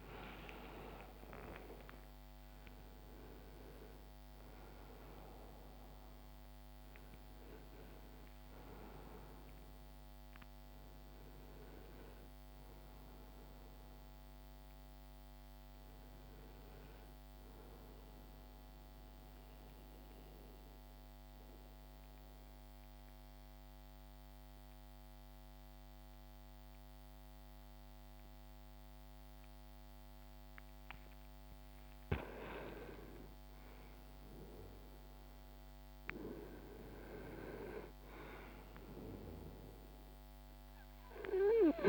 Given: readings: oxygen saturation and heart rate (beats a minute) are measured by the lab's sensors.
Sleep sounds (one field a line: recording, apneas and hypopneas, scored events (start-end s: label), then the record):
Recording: breathing in sleep by a microphone on the trachea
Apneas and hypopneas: 1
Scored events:
18.00-31.50 s: mixed apnea (oxygen 98% before, 85% lowest, heart rate 33 before, 62 extreme, up 4 after)
26.00-41.89 s: new sleep stage, N2 (light sleep)
31.00-41.89 s: oxygen desaturation (device-marked, oxygen 97% before, 88% lowest, heart rate 60 before, 61 extreme)
34.50-38.50 s: arousal
From the record:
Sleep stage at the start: N1 (lightest sleep)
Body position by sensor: on the back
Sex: male